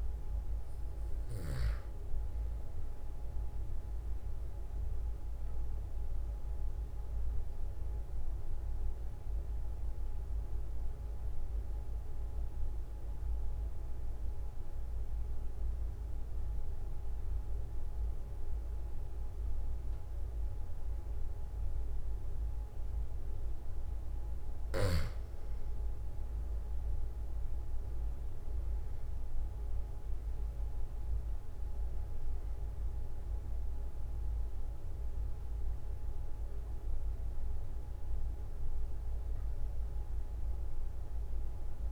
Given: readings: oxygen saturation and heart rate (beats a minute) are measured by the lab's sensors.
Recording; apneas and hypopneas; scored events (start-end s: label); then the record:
breathing in sleep, hard to hear, by a room microphone; 1
4.50-24.00 s: obstructive apnea (oxygen 97% before, 93% lowest, heart rate 45 before, 44 extreme, up 5 after)
27.50-31.00 s: arousal
From the record:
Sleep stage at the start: N2 (light sleep); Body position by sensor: on the back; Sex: male